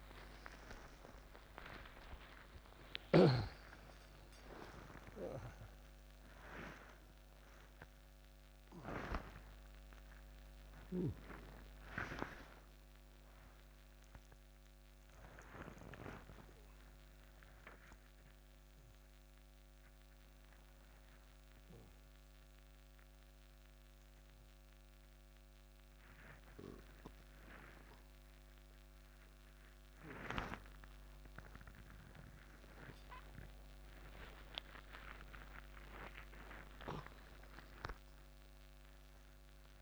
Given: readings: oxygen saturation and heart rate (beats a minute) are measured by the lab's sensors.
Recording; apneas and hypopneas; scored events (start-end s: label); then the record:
a person awake in a sleep study, by a microphone on the trachea; none
0.00-22.00 s: oxygen desaturation (device-marked, oxygen 76% lowest)
From the record:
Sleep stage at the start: awake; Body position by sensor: upright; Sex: male